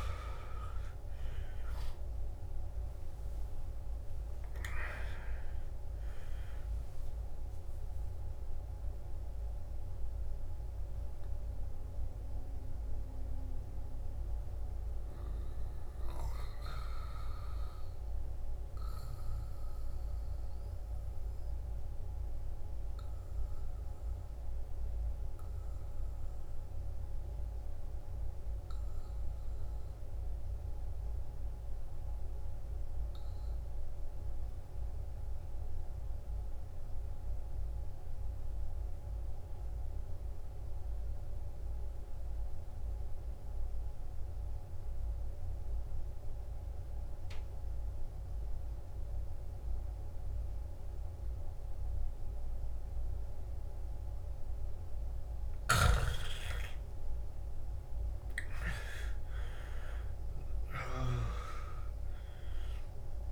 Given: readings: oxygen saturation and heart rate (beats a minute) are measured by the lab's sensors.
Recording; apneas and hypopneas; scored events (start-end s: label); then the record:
breathing in sleep by a room microphone; 1
0.00-23.50 s: oxygen desaturation (device-marked, oxygen 83% lowest, heart rate 53 extreme)
9.50-56.00 s: mixed apnea (oxygen 96% before, 84% lowest, heart rate 66 before, 53 extreme, up 16 after)
41.50-63.32 s: oxygen desaturation (device-marked, oxygen 98% before, 85% lowest, heart rate 55 before, 54 extreme)
57.00-61.00 s: arousal
From the record:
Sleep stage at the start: N2 (light sleep); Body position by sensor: on the back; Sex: male